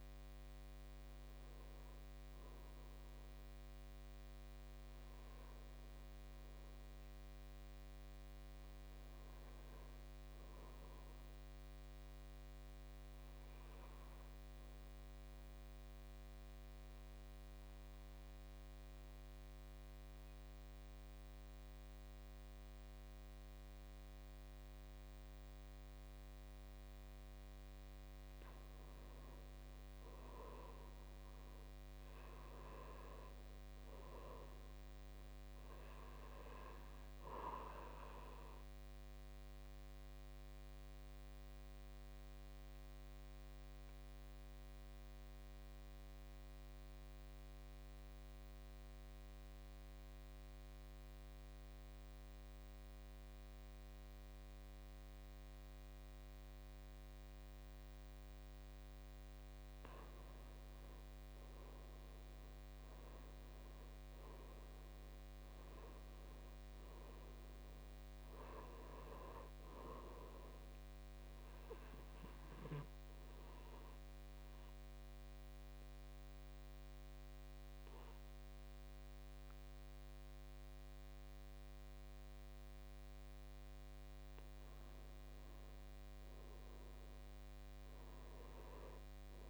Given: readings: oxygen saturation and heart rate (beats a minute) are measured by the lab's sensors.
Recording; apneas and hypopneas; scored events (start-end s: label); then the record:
breathing in sleep by a microphone on the trachea; 3
0.00-8.00 s: oxygen desaturation (device-marked, oxygen 82% lowest, heart rate 45 extreme)
14.50-28.00 s: obstructive apnea (oxygen 99% before, 86% lowest, heart rate 57 before, 45 extreme, up 17 after)
21.50-23.50 s: long interval between heartbeats (device-marked, heart rate 54 before, 53 extreme)
30.50-33.50 s: arousal
35.00-58.00 s: oxygen desaturation (device-marked, oxygen 98% before, 91% lowest, heart rate 54 before, 54 extreme)
39.50-58.50 s: obstructive apnea (oxygen 99% before, 86% lowest, heart rate 55 before, 54 extreme, up 11 after)
61.00-64.50 s: arousal
65.00-88.00 s: oxygen desaturation (device-marked, oxygen 96% before, 86% lowest, heart rate 59 before, 54 extreme)
73.00-84.50 s: obstructive apnea (oxygen 96% before, 86% lowest, heart rate 63 before, 54 extreme, up 8 after)
88.00-89.50 s: arousal
From the record:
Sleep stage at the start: N2 (light sleep); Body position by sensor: on the back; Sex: male